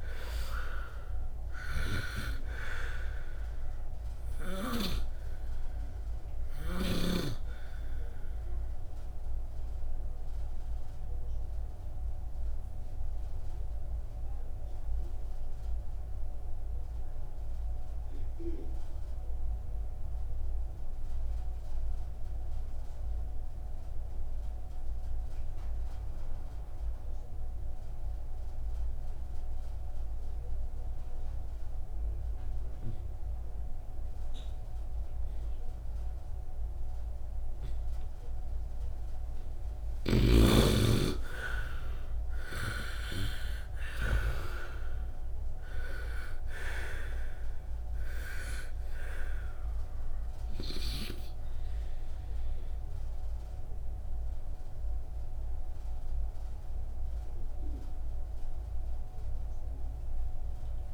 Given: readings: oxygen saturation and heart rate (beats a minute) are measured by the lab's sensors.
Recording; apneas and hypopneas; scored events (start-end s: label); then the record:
breathing in sleep by a room microphone; 1
0.00-33.00 s: oxygen desaturation (device-marked, oxygen 74% lowest, heart rate 51 extreme)
1.50-7.00 s: snoring (device-marked)
8.00-39.00 s: obstructive apnea (oxygen 95% before, 74% lowest, heart rate 58 before, 52 extreme, up 8 after)
35.00-60.94 s: oxygen desaturation (device-marked, oxygen 93% before, 74% lowest, heart rate 66 before, 53 extreme)
40.00-44.50 s: snoring (device-marked)
41.00-44.50 s: arousal
From the record:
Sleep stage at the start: N2 (light sleep); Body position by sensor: on the right side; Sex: male